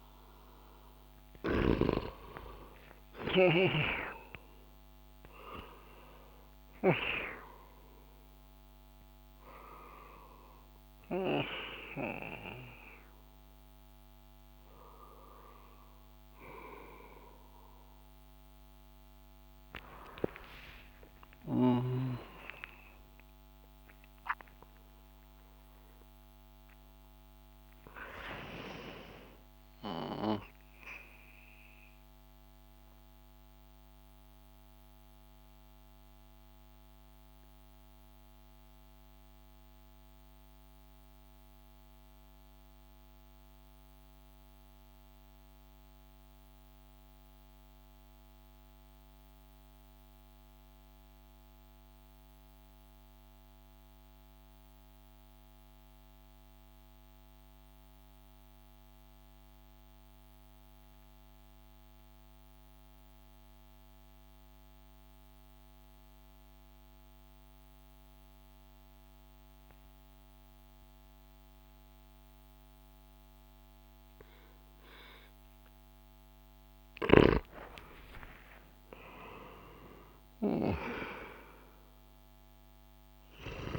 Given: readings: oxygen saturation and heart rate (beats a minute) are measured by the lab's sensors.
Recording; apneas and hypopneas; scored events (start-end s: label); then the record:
breathing in sleep by a microphone on the trachea; 1
0.00-3.00 s: arousal
0.00-36.50 s: oxygen desaturation (device-marked, oxygen 89% lowest)
1.00-7.00 s: snoring (device-marked)
22.50-27.50 s: arousal
31.50-75.50 s: mixed apnea (oxygen 93% before, 91% lowest)
65.50-70.50 s: oxygen desaturation (device-marked, oxygen 97% before, 95% lowest)
77.00-81.50 s: arousal
From the record:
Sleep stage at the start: N2 (light sleep); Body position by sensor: on the back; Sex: male